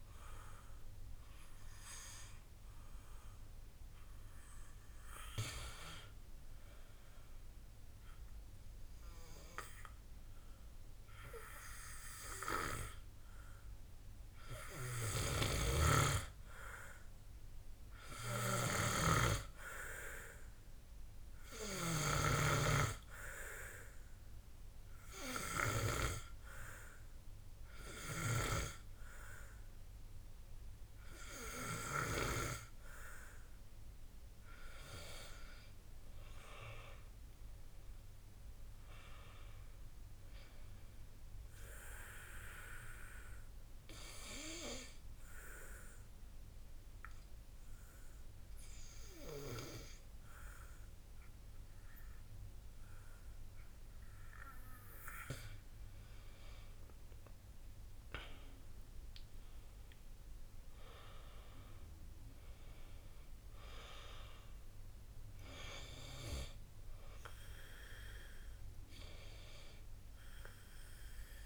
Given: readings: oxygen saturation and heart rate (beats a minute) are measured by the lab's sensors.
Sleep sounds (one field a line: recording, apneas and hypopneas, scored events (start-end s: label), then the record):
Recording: breathing in sleep by a room microphone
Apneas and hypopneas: 3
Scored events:
6.50-17.50 s: obstructive apnea (oxygen 98% before, 91% lowest, heart rate 55 before, 53 extreme, up 8 after)
19.00-21.50 s: arousal
23.50-34.00 s: obstructive apnea (oxygen 98% before, 91% lowest, heart rate 57 before, 52 extreme, up 15 after)
25.50-39.50 s: oxygen desaturation (device-marked, oxygen 96% before, 91% lowest, heart rate 58 before, 52 extreme)
36.50-39.50 s: arousal
43.50-55.00 s: obstructive apnea (oxygen 96% before, 91% lowest, heart rate 60 before, 53 extreme, up 19 after)
58.50-62.00 s: arousal
69.50-71.46 s: oxygen desaturation (device-marked, oxygen 96% before, 91% lowest, heart rate 62 before, 51 extreme)
From the record:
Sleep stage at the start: N2 (light sleep)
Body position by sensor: on the back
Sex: male